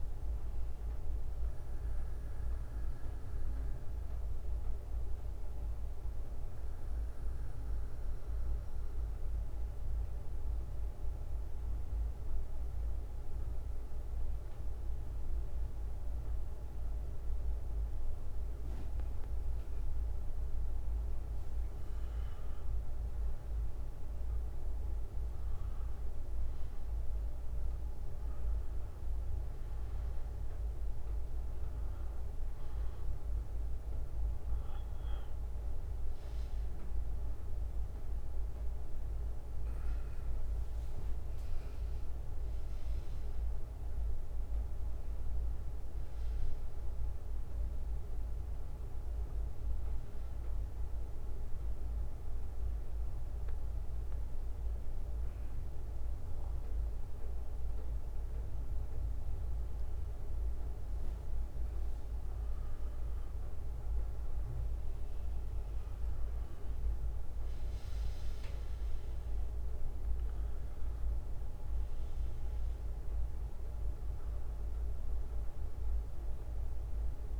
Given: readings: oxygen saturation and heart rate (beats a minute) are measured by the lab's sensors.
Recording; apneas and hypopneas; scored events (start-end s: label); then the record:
breathing in sleep, hard to hear, by a room microphone; 2
0.00-21.00 s: bradycardia (device-marked, heart rate 66 before, 47 extreme)
6.50-23.00 s: obstructive apnea (oxygen 98% before, 92% lowest, heart rate 66 before, 47 extreme, up 19 after)
25.50-30.00 s: arousal
31.00-49.00 s: oxygen desaturation (device-marked, oxygen 98% before, 93% lowest, heart rate 57 before, 53 extreme)
49.50-62.00 s: obstructive apnea (oxygen 98% before, 92% lowest, heart rate 63 before, 53 extreme, up 16 after)
52.00-59.00 s: bradycardia (device-marked, heart rate 65 before, 53 extreme)
67.00-77.40 s: oxygen desaturation (device-marked, oxygen 97% before, 92% lowest, heart rate 63 before, 49 extreme)
From the record:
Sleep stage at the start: N1 (lightest sleep); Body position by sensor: on the back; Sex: male